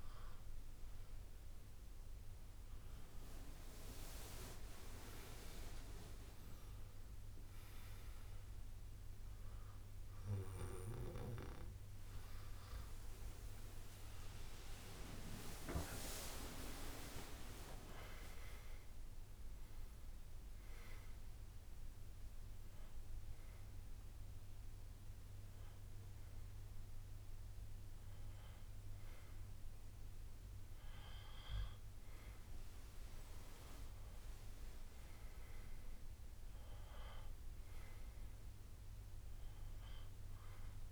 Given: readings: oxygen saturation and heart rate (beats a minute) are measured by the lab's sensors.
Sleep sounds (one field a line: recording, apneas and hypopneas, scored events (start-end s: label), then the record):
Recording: breathing in sleep by a room microphone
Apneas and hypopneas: none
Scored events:
13.00-16.50 s: arousal
14.50-17.50 s: tachycardia (device-marked, heart rate 74 before, 99 extreme)
16.50-26.50 s: drop in pulse transit time (device-marked, heart rate 71 before, 67 extreme)
22.50-40.92 s: new sleep stage, N2 (light sleep)
From the record:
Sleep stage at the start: N1 (lightest sleep)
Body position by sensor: on the back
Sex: male